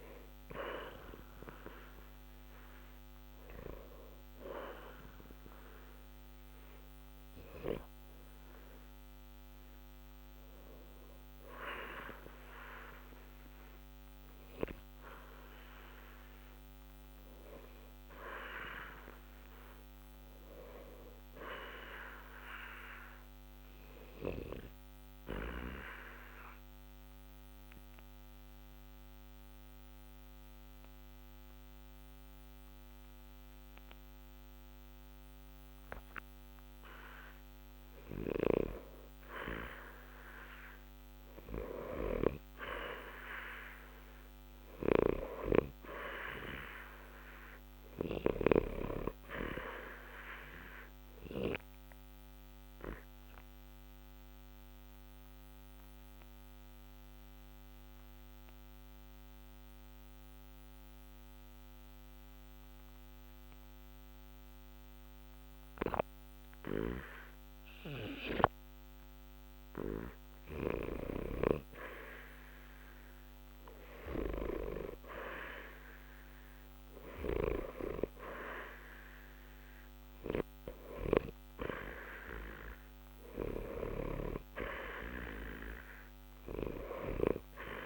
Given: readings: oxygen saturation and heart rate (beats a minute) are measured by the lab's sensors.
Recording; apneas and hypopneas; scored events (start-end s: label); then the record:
breathing in sleep by a microphone on the trachea; 2
12.50-17.50 s: arousal
12.50-87.86 s: new sleep stage, N2 (light sleep)
24.00-36.50 s: obstructive apnea (oxygen 93% before, 86% lowest, heart rate 60 before, 60 extreme, up 2 after)
39.00-42.00 s: arousal
52.00-68.00 s: obstructive apnea (oxygen 93% before, 84% lowest, heart rate 61 before, 60 extreme, up 0 after)
59.50-73.50 s: oxygen desaturation (device-marked, oxygen 90% before, 86% lowest, heart rate 60 before, 60 extreme)
73.00-76.50 s: arousal
From the record:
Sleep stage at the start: REM sleep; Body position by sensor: on the back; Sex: male